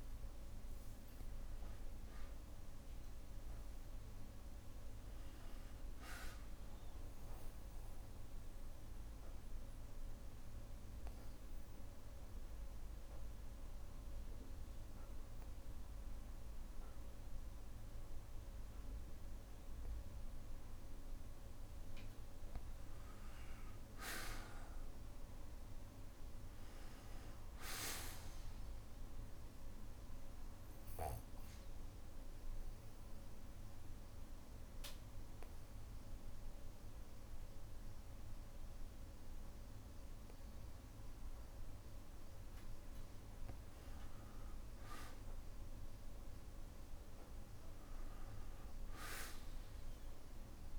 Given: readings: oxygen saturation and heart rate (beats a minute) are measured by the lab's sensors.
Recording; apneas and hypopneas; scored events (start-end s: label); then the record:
breathing in sleep, hard to hear, by a room microphone; 2
0.00-9.50 s: oxygen desaturation (device-marked, oxygen 94% lowest, heart rate 59 extreme)
8.00-22.00 s: obstructive apnea (oxygen 98% before, 94% lowest, heart rate 63 before, 59 extreme, up 5 after)
24.00-27.50 s: arousal
26.50-43.50 s: oxygen desaturation (device-marked, oxygen 97% before, 94% lowest, heart rate 61 before, 60 extreme)
30.00-43.00 s: obstructive apnea (oxygen 98% before, 92% lowest, heart rate 61 before, 60 extreme, up 3 after)
46.50-50.00 s: arousal
From the record:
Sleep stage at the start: N2 (light sleep); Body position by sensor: on the back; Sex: male